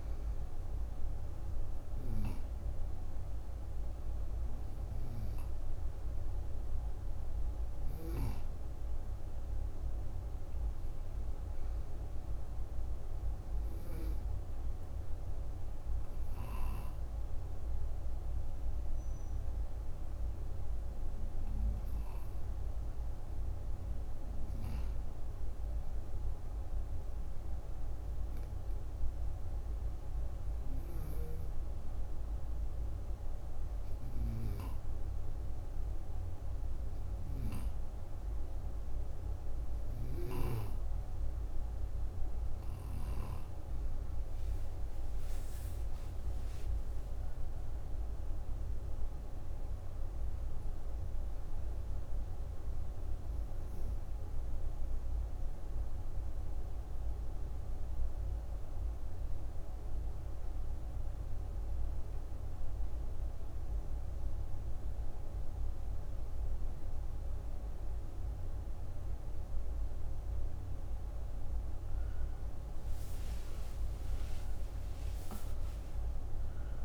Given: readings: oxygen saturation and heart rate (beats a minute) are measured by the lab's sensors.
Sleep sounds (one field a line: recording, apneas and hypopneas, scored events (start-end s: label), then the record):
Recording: breathing in sleep, hard to hear, by a room microphone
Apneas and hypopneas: 2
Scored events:
0.00-8.50 s: oxygen desaturation (device-marked, oxygen 92% lowest, heart rate 61 extreme)
17.00-20.50 s: arousal
26.00-36.50 s: obstructive apnea (oxygen 94% before, 90% lowest, heart rate 67 before, 60 extreme, up 8 after)
38.50-42.50 s: arousal
52.50-71.00 s: obstructive apnea (oxygen 94% before, 90% lowest)
74.50-76.85 s: arousal
From the record:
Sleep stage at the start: N2 (light sleep)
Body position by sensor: on the right side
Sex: female